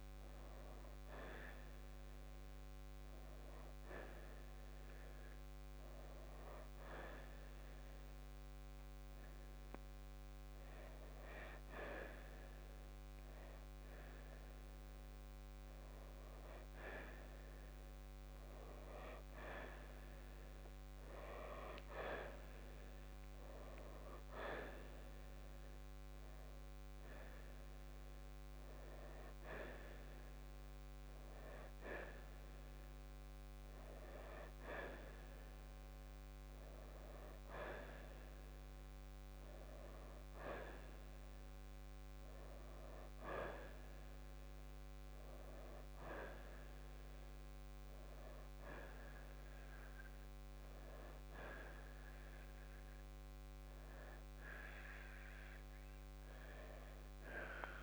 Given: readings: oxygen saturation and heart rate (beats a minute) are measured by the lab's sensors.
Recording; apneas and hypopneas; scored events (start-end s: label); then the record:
breathing in sleep by a microphone on the trachea; none
0.00-4.00 s: oxygen desaturation (device-marked, oxygen 83% lowest, heart rate 61 extreme)
9.00-14.00 s: arousal
13.00-21.00 s: oxygen desaturation (device-marked, oxygen 94% before, 90% lowest, heart rate 65 before, 65 extreme)
29.00-45.00 s: oxygen desaturation (device-marked, oxygen 91% before, 88% lowest, heart rate 68 before, 60 extreme)
From the record:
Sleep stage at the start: N1 (lightest sleep); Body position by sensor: on the right side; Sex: male